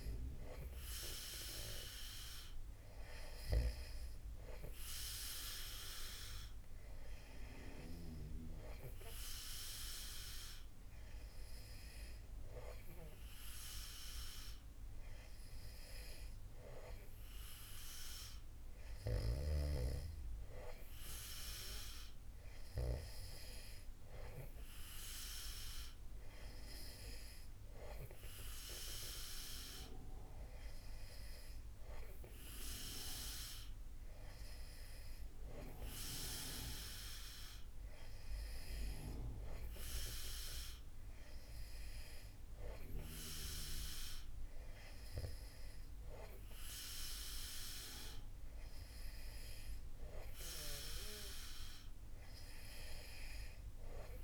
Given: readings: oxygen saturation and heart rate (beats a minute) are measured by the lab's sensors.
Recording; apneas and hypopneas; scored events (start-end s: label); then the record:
breathing in sleep by a room microphone; none
none scored
From the record:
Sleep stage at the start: N2 (light sleep); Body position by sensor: on the back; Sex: male